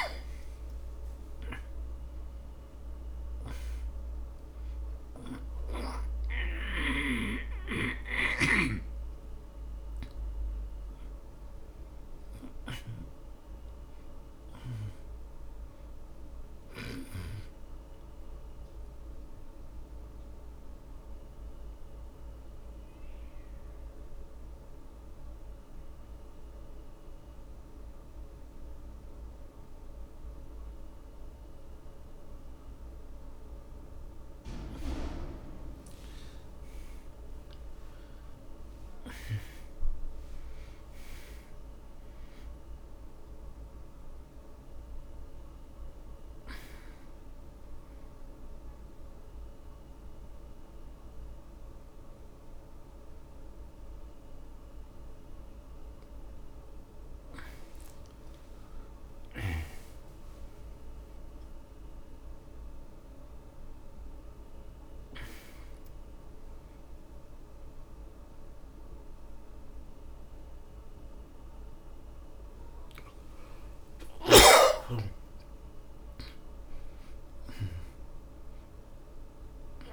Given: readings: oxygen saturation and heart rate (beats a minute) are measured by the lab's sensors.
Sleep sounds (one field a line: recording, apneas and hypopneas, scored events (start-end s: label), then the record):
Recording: a person partly awake in a sleep study, by a room microphone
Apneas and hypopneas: 2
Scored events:
11.00-71.00 s: new sleep stage, N1 (lightest sleep)
19.00-35.00 s: central apnea (oxygen 99% before, 81% lowest)
28.00-65.00 s: oxygen desaturation (device-marked, oxygen 98% before, 81% lowest)
37.00-40.50 s: arousal
48.50-58.50 s: central apnea (oxygen 98% before, 81% lowest)
71.00-79.93 s: new sleep stage, awake
74.50-79.93 s: snoring (device-marked)
75.00-79.93 s: oxygen desaturation (device-marked, oxygen 96% before, 91% lowest)
From the record:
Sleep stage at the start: awake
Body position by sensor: on the back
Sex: male